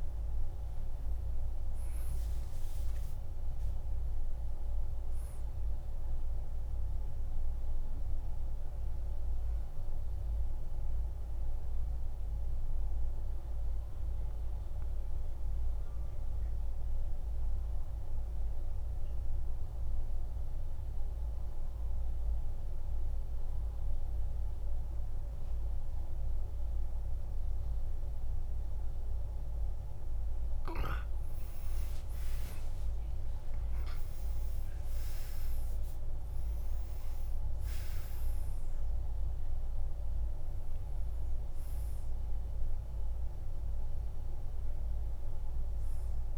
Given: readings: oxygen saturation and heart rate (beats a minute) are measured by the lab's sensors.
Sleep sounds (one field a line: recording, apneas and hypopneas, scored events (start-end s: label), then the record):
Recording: breathing in sleep, hard to hear, by a room microphone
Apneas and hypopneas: 1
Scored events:
0.00-3.00 s: arousal
11.50-30.00 s: obstructive apnea (oxygen 98% before, 89% lowest, heart rate 58 before, 49 extreme, up 20 after)
32.00-36.00 s: arousal
33.50-46.38 s: oxygen desaturation (device-marked, oxygen 98% before, 89% lowest, heart rate 50 before, 49 extreme)
From the record:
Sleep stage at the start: N2 (light sleep)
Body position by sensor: on the back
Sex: male